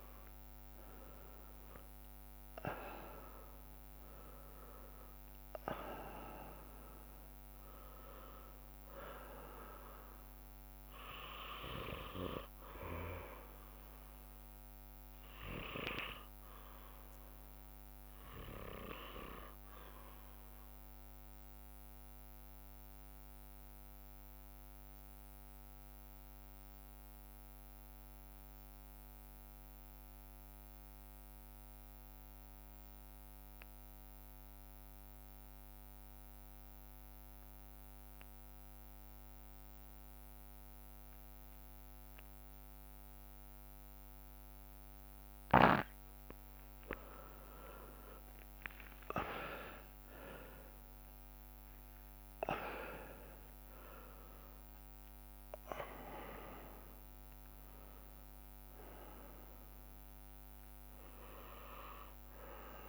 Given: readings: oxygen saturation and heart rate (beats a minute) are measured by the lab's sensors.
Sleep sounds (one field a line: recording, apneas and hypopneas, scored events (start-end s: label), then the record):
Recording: breathing in sleep by a microphone on the trachea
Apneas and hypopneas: 1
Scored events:
0.00-24.50 s: oxygen desaturation (device-marked, oxygen 90% lowest)
0.50-5.50 s: arousal
16.00-45.00 s: obstructive apnea (oxygen 99% before, 87% lowest)
37.50-62.89 s: oxygen desaturation (device-marked, oxygen 99% before, 87% lowest)
47.00-52.50 s: arousal
From the record:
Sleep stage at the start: REM sleep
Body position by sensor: on the right side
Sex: male